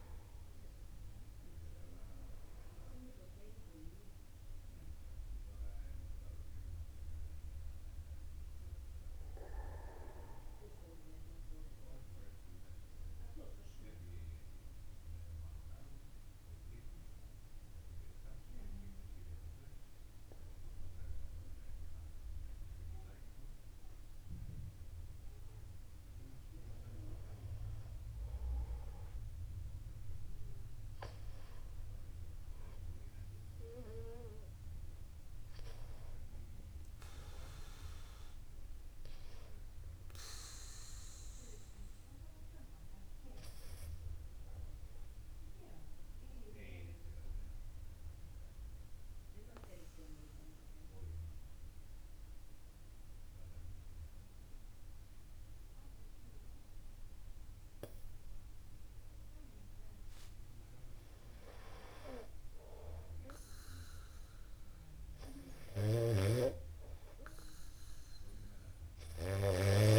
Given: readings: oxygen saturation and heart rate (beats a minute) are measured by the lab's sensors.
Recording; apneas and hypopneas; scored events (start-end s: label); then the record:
breathing in sleep by a room microphone; 2
0.00-3.00 s: arousal
5.50-27.00 s: mixed apnea (oxygen 98% before, 94% lowest, heart rate 50 before, 50 extreme, up 9 after)
25.00-27.00 s: long interval between heartbeats (device-marked, heart rate 50 before, 57 extreme)
30.50-34.50 s: arousal
43.00-59.50 s: obstructive apnea (oxygen 97% before, 93% lowest, heart rate 53 before, 49 extreme, up 1 after)
43.00-61.00 s: oxygen desaturation (device-marked, oxygen 97% before, 94% lowest, heart rate 53 before, 49 extreme)
61.50-65.50 s: arousal
66.00-69.99 s: snoring (device-marked)
From the record:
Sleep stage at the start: N2 (light sleep); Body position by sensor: upright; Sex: male